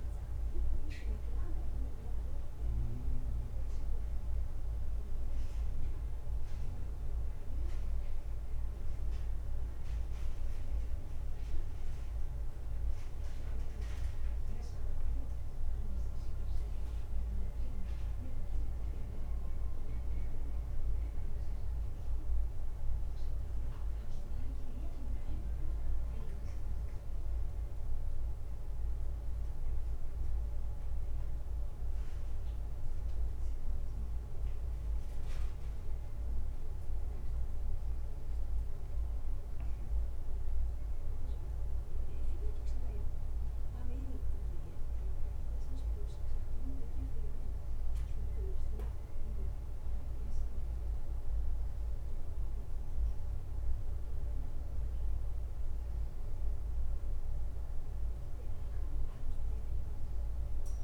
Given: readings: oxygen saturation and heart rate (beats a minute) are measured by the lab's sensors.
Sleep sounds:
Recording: a person awake in a sleep study, hard to hear, by a room microphone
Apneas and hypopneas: none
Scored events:
none scored
From the record:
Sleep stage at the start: awake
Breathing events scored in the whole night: 77 in 4.9 hours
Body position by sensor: on the back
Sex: male

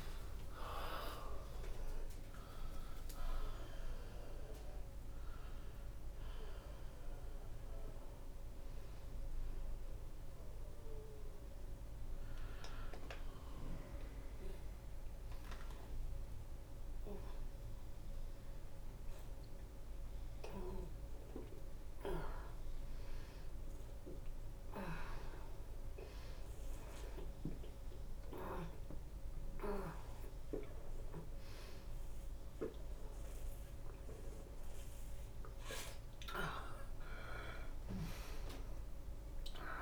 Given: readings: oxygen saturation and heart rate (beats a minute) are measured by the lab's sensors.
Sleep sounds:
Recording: a person awake in a sleep study, by a room microphone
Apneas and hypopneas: none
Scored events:
0.00-6.00 s: drop in pulse transit time (device-marked, heart rate 113 extreme)
0.00-7.00 s: tachycardia (device-marked, heart rate 130 extreme)
0.00-11.00 s: oxygen desaturation (device-marked, oxygen 85% lowest)
0.50-2.50 s: long interval between heartbeats (device-marked, heart rate 83 before, 116 extreme)
4.00-39.82 s: new sleep stage, awake
7.00-37.00 s: bradycardia (device-marked)
11.50-13.50 s: long interval between heartbeats (device-marked)
13.50-15.50 s: long interval between heartbeats (device-marked)
26.50-28.00 s: leg movement (device-marked)
37.00-39.00 s: long interval between heartbeats (device-marked)
From the record:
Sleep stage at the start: N2 (light sleep)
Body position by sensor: on the back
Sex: female

